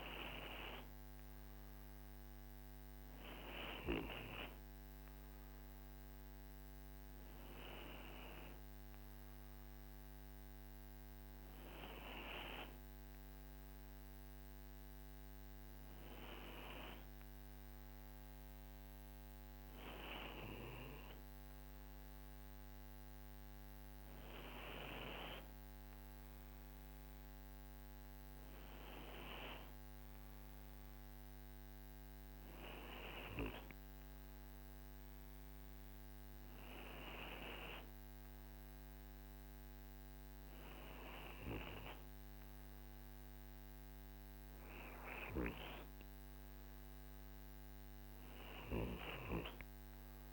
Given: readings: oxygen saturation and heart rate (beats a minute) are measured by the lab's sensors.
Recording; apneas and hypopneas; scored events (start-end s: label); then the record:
breathing in sleep by a microphone on the trachea; none
none scored
From the record:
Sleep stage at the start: N2 (light sleep); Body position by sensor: on the right side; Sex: male